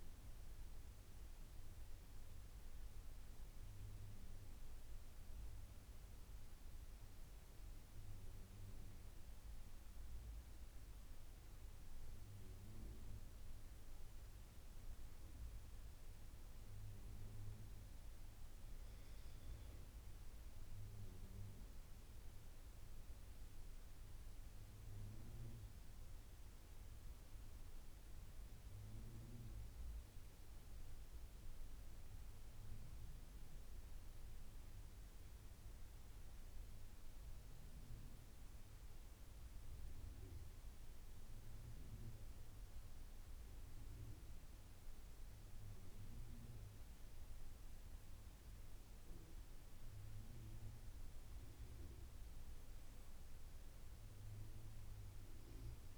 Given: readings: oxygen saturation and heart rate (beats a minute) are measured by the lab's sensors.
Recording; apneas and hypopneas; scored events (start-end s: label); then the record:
breathing in sleep, hard to hear, by a room microphone; 2
0.00-8.50 s: oxygen desaturation (device-marked, oxygen 92% lowest, heart rate 80 extreme)
2.50-13.50 s: mixed apnea (oxygen 97% before, 90% lowest, heart rate 83 before, 80 extreme, up 6 after)
19.00-22.50 s: arousal
21.50-37.50 s: oxygen desaturation (device-marked, oxygen 96% before, 92% lowest, heart rate 83 before, 81 extreme)
39.50-51.50 s: mixed apnea (oxygen 96% before, 90% lowest, heart rate 87 before, 80 extreme, up 9 after)
53.50-55.98 s: arousal
From the record:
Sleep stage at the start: N2 (light sleep); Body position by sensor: on the back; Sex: male